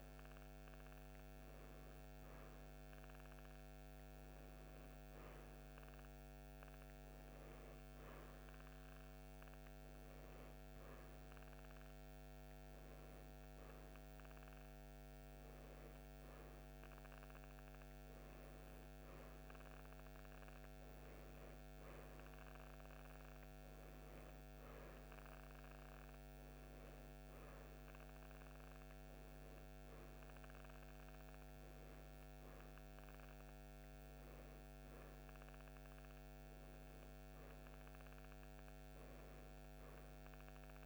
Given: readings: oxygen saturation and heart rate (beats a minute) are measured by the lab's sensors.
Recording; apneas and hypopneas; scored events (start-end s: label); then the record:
breathing in sleep, hard to hear, by a microphone on the trachea; none
none scored
From the record:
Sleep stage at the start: N1 (lightest sleep); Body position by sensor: on the right side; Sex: female